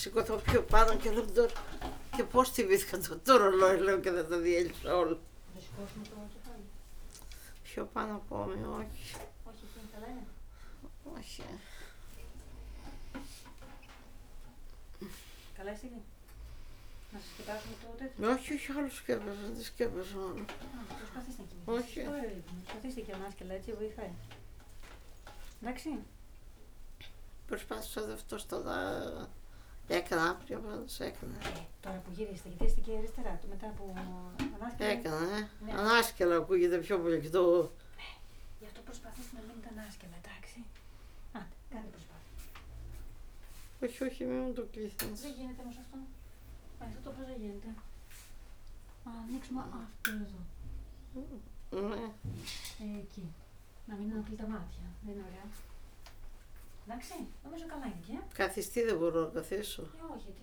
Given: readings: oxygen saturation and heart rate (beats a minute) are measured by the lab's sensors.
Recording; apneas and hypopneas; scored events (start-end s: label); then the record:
a person awake in a sleep study, by a room microphone; none
0.00-6.00 s: tachycardia (device-marked, heart rate 127 extreme)
9.00-16.00 s: tachycardia (device-marked, heart rate 95 before, 118 extreme)
21.00-27.00 s: tachycardia (device-marked, heart rate 96 before, 106 extreme)
29.50-35.00 s: snoring (device-marked)
From the record:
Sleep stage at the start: awake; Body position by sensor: on the back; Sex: female